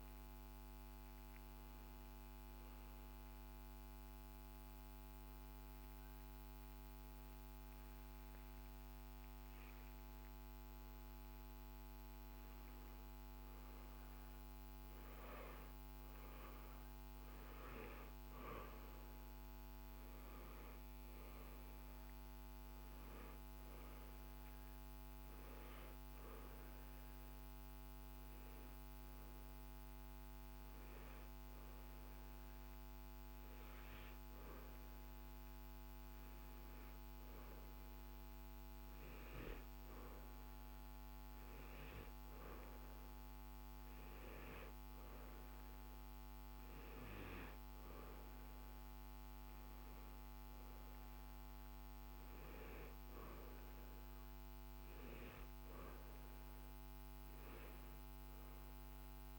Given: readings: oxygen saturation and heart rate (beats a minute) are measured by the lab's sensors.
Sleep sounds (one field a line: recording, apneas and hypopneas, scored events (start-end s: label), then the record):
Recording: breathing in sleep, hard to hear, by a microphone on the trachea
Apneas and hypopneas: 2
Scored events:
3.50-13.50 s: hypopnea (oxygen 95% before, 93% lowest, heart rate 69 before, 58 extreme, up 0 after)
18.00-22.00 s: arousal
22.50-32.50 s: oxygen desaturation (device-marked, oxygen 96% before, 93% lowest, heart rate 67 before, 58 extreme)
27.00-40.50 s: hypopnea (oxygen 96% before, 93% lowest, heart rate 63 before, 59 extreme, up 4 after)
44.50-48.50 s: arousal
From the record:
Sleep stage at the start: N2 (light sleep)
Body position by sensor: on the back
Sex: male